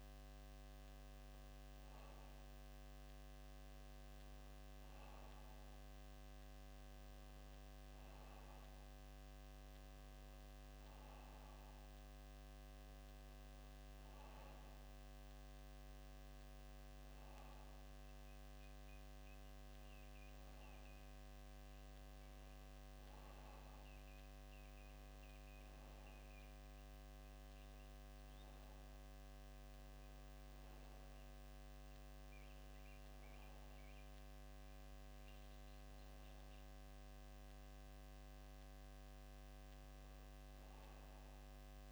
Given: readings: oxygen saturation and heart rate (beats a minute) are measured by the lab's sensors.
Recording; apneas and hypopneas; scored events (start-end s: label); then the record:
breathing in sleep, hard to hear, by a microphone on the trachea; none
0.00-6.50 s: bradycardia (device-marked, heart rate 53 extreme)
1.00-3.00 s: long interval between heartbeats (device-marked, heart rate 62 before, 62 extreme)
16.50-20.50 s: bradycardia (device-marked, heart rate 61 before, 59 extreme)
From the record:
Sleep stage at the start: N2 (light sleep); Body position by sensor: on the back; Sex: male